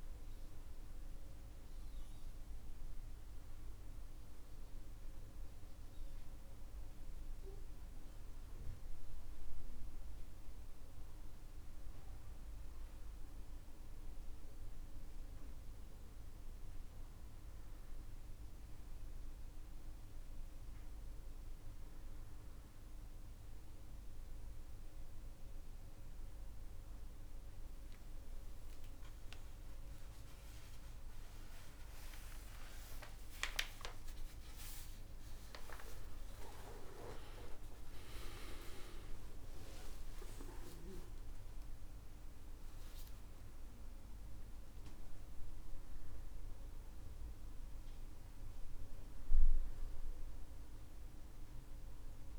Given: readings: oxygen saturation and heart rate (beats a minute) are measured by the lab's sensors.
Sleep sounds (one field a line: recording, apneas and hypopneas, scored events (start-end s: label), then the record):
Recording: a person awake in a sleep study, by a room microphone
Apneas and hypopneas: none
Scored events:
none scored
From the record:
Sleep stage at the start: awake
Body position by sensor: on the back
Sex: male